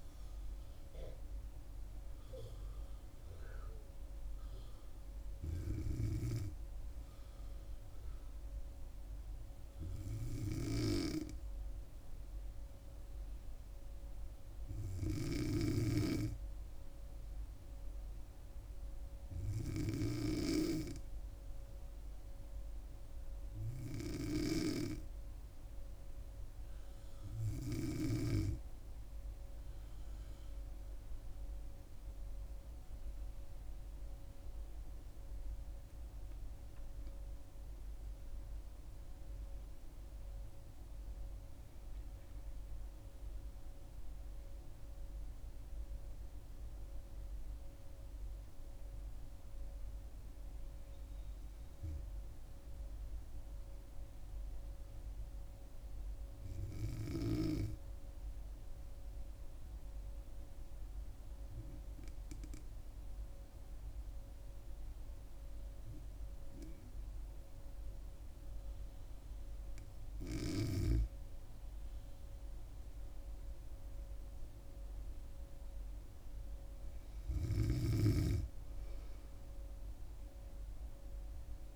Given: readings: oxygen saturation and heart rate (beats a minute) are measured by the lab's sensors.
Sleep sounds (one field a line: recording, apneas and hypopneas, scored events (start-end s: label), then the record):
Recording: breathing in sleep by a room microphone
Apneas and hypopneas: 2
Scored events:
0.00-16.50 s: oxygen desaturation (device-marked, oxygen 95% lowest, heart rate 67 extreme)
13.50-29.00 s: hypopnea (oxygen 98% before, 94% lowest, heart rate 69 before, 67 extreme, up 6 after)
28.50-42.50 s: oxygen desaturation (device-marked, oxygen 98% before, 94% lowest, heart rate 68 before, 67 extreme)
30.50-35.00 s: arousal
55.50-70.00 s: hypopnea (oxygen 97% before, 94% lowest, heart rate 75 before, 66 extreme, up 1 after)
71.50-74.50 s: arousal
From the record:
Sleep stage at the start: N2 (light sleep)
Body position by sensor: on the back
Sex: female